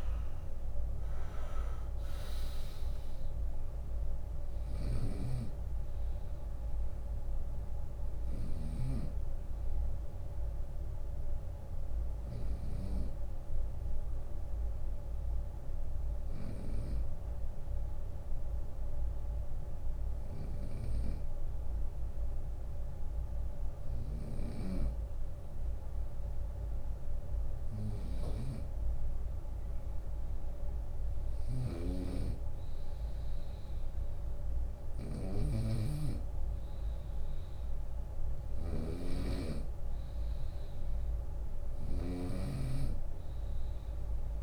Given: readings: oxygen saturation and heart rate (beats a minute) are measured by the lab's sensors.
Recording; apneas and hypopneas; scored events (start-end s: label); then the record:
breathing in sleep by a room microphone; 1
0.00-4.50 s: drop in pulse transit time (device-marked, heart rate 55 extreme)
1.50-3.50 s: long interval between heartbeats (device-marked, heart rate 70 before, 65 extreme)
2.50-13.50 s: bradycardia (device-marked, heart rate 74 before, 49 extreme)
3.50-7.00 s: arousal
4.00-6.00 s: long interval between heartbeats (device-marked, heart rate 71 before, 63 extreme)
4.00-8.00 s: snoring (device-marked)
9.00-11.00 s: long interval between heartbeats (device-marked, heart rate 67 before, 58 extreme)
10.50-23.50 s: hypopnea (heart rate 66 before, 64 extreme, up 21 after)
23.50-44.42 s: snoring (device-marked)
24.50-26.50 s: long interval between heartbeats (device-marked, heart rate 62 before, 73 extreme)
27.50-41.50 s: drop in pulse transit time (device-marked, heart rate 65 before, 70 extreme)
37.50-39.50 s: long interval between heartbeats (device-marked, heart rate 73 before, 74 extreme)
From the record:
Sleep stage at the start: N2 (light sleep); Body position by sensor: on the right side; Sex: male